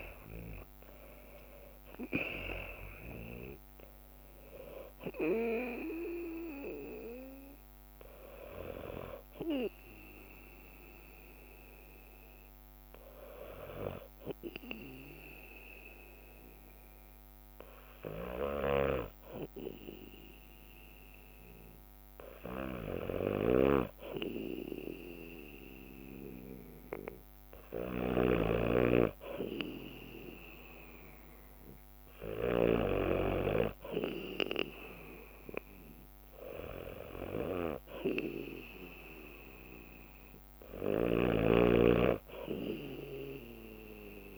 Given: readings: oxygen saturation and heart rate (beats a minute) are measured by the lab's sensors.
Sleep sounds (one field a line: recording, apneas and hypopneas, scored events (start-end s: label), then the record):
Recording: breathing in sleep by a microphone on the trachea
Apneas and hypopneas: 1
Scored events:
0.00-1.00 s: arousal
0.00-4.00 s: leg movement (device-marked)
0.00-18.50 s: oxygen desaturation (device-marked, oxygen 93% lowest, heart rate 59 extreme)
10.50-23.00 s: hypopnea (oxygen 96% before, 93% lowest, heart rate 66 before, 58 extreme, up 2 after)
25.50-29.50 s: arousal
40.50-44.37 s: bradycardia (device-marked, heart rate 64 before, 58 extreme)
41.00-44.37 s: snoring (device-marked)
From the record:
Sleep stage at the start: N2 (light sleep)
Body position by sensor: on the back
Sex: male